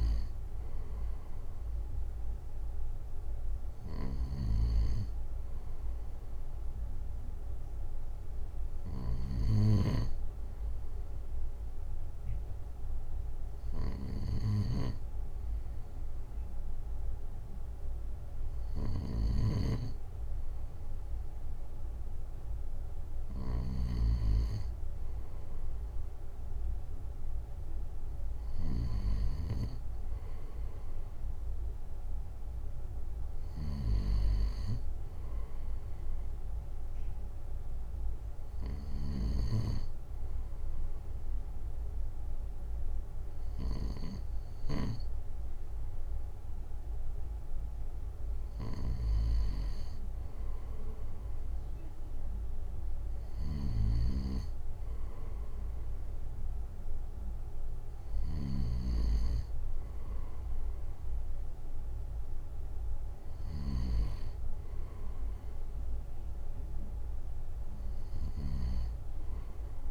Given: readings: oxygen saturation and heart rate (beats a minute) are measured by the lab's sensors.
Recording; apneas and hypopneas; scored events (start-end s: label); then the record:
breathing in sleep by a room microphone; none
none scored
From the record:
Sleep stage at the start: N2 (light sleep); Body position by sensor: on the right side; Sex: male